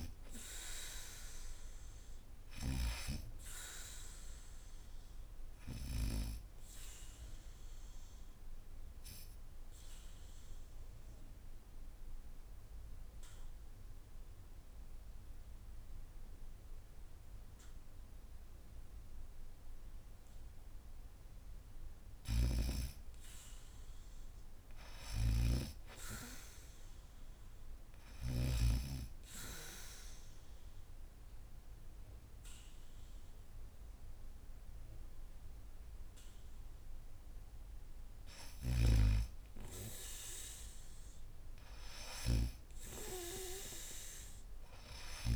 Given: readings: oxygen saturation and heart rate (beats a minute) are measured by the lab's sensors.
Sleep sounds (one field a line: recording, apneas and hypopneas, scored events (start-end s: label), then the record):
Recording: breathing in sleep by a room microphone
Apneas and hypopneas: 2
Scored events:
0.00-2.50 s: snoring (device-marked)
0.00-6.00 s: oxygen desaturation (device-marked, oxygen 92% lowest, heart rate 74 extreme)
7.50-21.00 s: obstructive apnea (oxygen 96% before, 86% lowest, heart rate 79 before, 74 extreme, up 0 after)
11.00-16.00 s: oxygen desaturation (device-marked, oxygen 93% before, 86% lowest, heart rate 80 before, 74 extreme)
21.50-28.00 s: snoring (device-marked)
22.50-25.50 s: arousal
28.50-38.50 s: obstructive apnea (oxygen 100% before, 83% lowest, heart rate 77 before, 77 extreme, up 4 after)
29.00-42.00 s: oxygen desaturation (device-marked, oxygen 100% before, 86% lowest, heart rate 77 before, 76 extreme)
38.00-45.00 s: snoring (device-marked)
41.50-45.00 s: arousal
From the record:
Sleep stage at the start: N2 (light sleep)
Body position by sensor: on the back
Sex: female